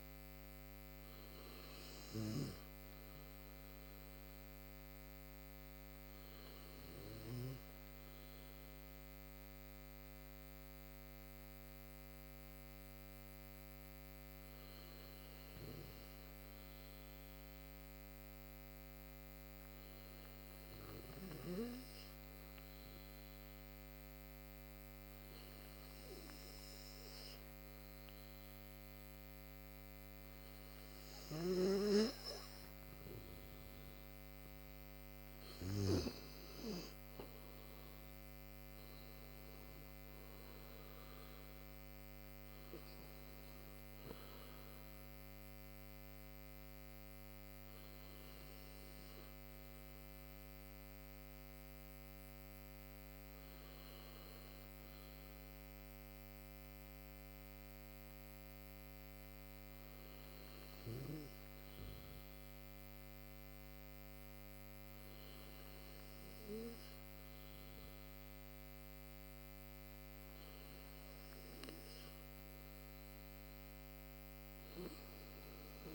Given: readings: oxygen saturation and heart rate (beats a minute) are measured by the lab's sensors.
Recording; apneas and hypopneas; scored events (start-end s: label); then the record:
breathing in sleep by a microphone on the trachea; 2
0.00-14.50 s: oxygen desaturation (device-marked, oxygen 89% lowest, heart rate 54 extreme)
4.00-33.50 s: mixed apnea (oxygen 93% before, 89% lowest, heart rate 73 before, 52 extreme, up 22 after)
25.50-56.50 s: oxygen desaturation (device-marked, oxygen 95% before, 89% lowest, heart rate 59 before, 52 extreme)
37.50-41.50 s: arousal
48.00-71.00 s: obstructive apnea (oxygen 95% before, 89% lowest, heart rate 67 before, 53 extreme, up 24 after)
73.50-75.95 s: arousal
From the record:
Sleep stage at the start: N2 (light sleep); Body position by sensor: on the right side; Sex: male